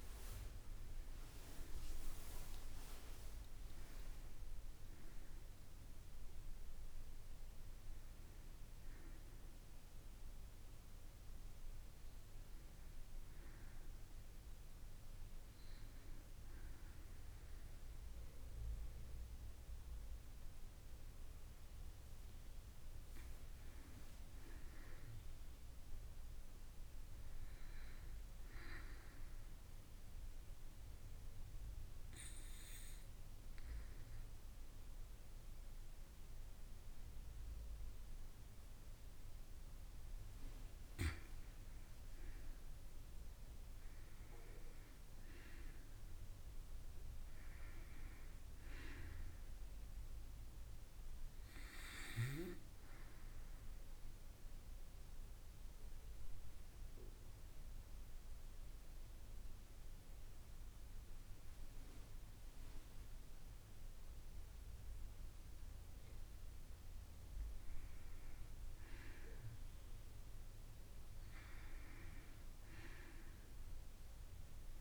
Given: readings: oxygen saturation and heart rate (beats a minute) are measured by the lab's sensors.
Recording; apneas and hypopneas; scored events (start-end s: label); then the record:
breathing in sleep by a room microphone; 2
2.00-13.00 s: oxygen desaturation (device-marked, oxygen 91% before, 88% lowest, heart rate 76 before, 55 extreme)
23.00-74.81 s: new sleep stage, N2 (light sleep)
24.00-27.00 s: arousal
29.00-41.00 s: obstructive apnea (oxygen 97% before, 92% lowest, heart rate 58 before, 55 extreme, up 3 after)
43.00-47.00 s: arousal
54.00-66.50 s: obstructive apnea (oxygen 98% before, 92% lowest, heart rate 57 before, 56 extreme, up 0 after)
69.50-73.00 s: arousal
From the record:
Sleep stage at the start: N1 (lightest sleep); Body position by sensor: on the back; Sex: female